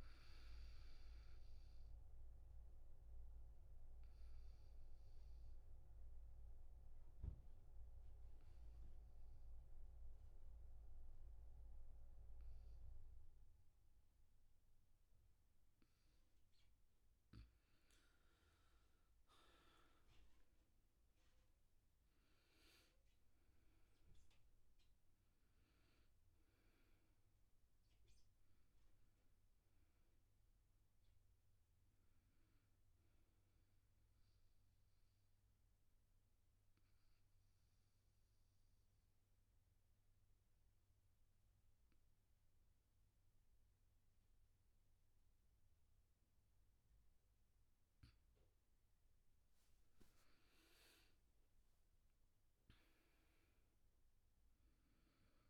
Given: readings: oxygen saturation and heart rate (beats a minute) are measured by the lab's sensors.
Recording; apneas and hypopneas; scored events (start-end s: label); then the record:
breathing in sleep, hard to hear, by a room microphone; 2
0.00-12.50 s: oxygen desaturation (device-marked, oxygen 88% lowest, heart rate 72 extreme)
2.00-16.00 s: obstructive apnea (oxygen 99% before, 86% lowest, heart rate 80 before, 72 extreme, up 14 after)
17.50-39.50 s: oxygen desaturation (device-marked, oxygen 98% before, 86% lowest, heart rate 75 before, 72 extreme)
19.00-23.00 s: arousal
34.00-47.00 s: obstructive apnea (oxygen 98% before, 86% lowest, heart rate 81 before, 72 extreme, up 10 after)
49.50-52.50 s: arousal
53.50-55.50 s: oxygen desaturation (device-marked, oxygen 99% before, 91% lowest, heart rate 77 before, 72 extreme)
From the record:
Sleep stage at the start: N2 (light sleep); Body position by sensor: on the back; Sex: male